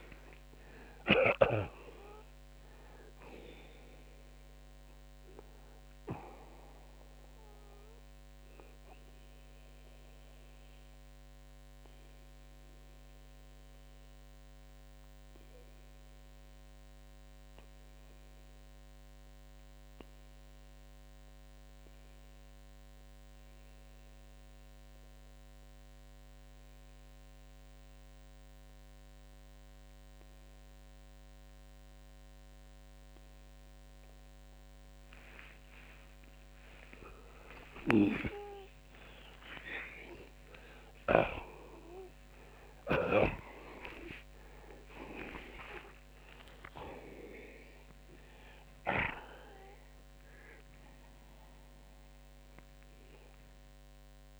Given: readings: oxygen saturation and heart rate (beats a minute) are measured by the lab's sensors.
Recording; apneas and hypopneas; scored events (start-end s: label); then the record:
breathing in sleep by a microphone on the trachea; 1
0.00-1.00 s: snoring (device-marked)
0.50-33.50 s: oxygen desaturation (device-marked, oxygen 93% before, 77% lowest, heart rate 102 before, 58 extreme)
6.50-35.50 s: obstructive apnea (oxygen 93% before, 77% lowest, heart rate 117 before, 58 extreme, up 27 after)
37.00-43.50 s: arousal
From the record:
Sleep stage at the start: N2 (light sleep); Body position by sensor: on the back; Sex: male